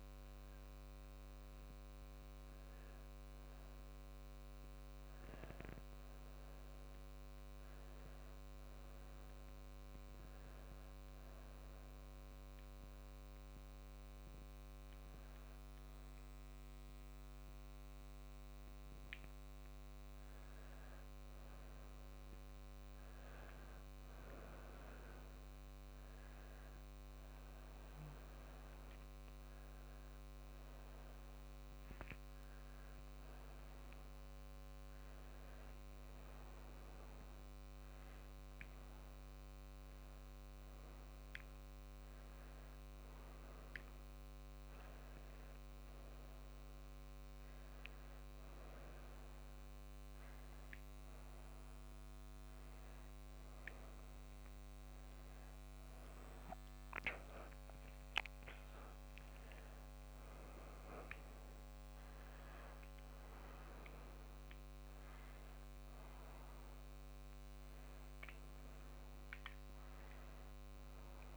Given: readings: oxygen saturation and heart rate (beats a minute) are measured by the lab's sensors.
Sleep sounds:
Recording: a person awake in a sleep study, hard to hear, by a microphone on the trachea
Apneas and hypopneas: none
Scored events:
none scored
From the record:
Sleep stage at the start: awake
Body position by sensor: on the back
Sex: female

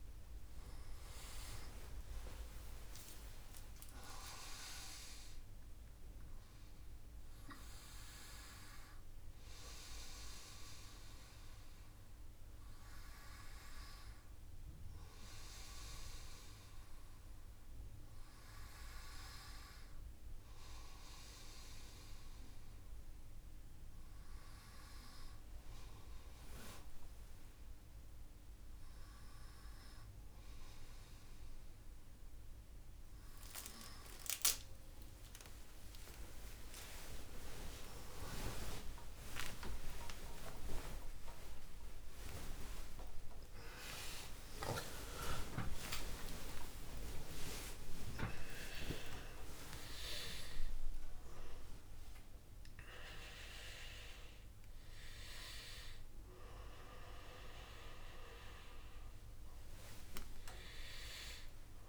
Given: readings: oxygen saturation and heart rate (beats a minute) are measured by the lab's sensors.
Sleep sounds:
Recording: a person partly awake in a sleep study, by a room microphone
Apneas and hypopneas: none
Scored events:
26.50-56.50 s: new sleep stage, awake
35.50-48.50 s: tachycardia (device-marked, heart rate 58 before, 179 extreme)
56.50-61.89 s: new sleep stage, N1 (lightest sleep)
From the record:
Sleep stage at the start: N1 (lightest sleep)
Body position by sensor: on the right side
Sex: male

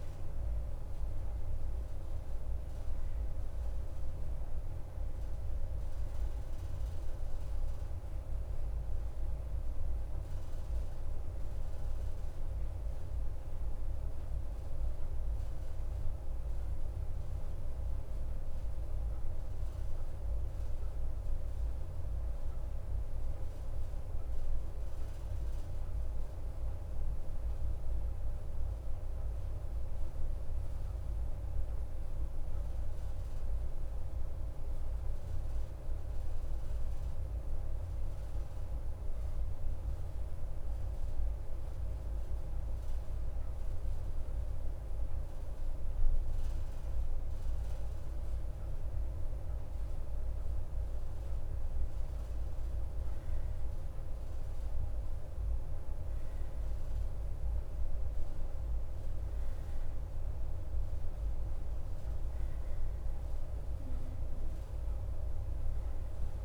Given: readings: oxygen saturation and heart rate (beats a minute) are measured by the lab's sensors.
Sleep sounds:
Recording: breathing in sleep, hard to hear, by a room microphone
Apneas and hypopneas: 1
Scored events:
1.50-33.50 s: oxygen desaturation (device-marked, oxygen 95% before, 89% lowest, heart rate 57 before, 51 extreme)
20.00-46.00 s: obstructive apnea (oxygen 95% before, 89% lowest, heart rate 57 before, 51 extreme, up 6 after)
49.00-55.00 s: arousal
From the record:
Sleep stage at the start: N1 (lightest sleep)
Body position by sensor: on the right side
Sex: male

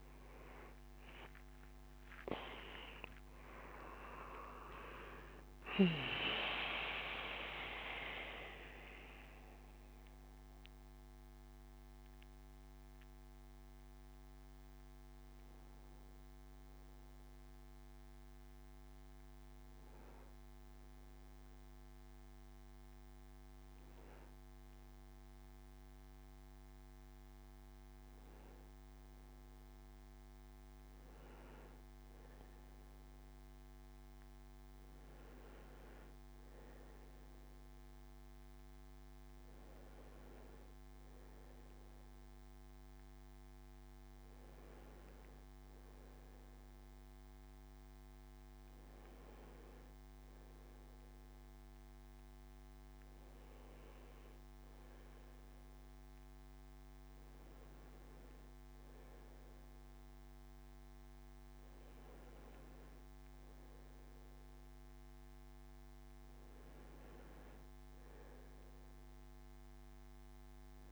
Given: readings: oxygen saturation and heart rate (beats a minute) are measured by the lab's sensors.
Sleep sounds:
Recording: breathing in sleep by a microphone on the trachea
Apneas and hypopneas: none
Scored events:
32.50-48.50 s: oxygen desaturation (device-marked, oxygen 98% before, 94% lowest, heart rate 82 before, 76 extreme)
From the record:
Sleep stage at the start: N1 (lightest sleep)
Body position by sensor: on the back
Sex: male

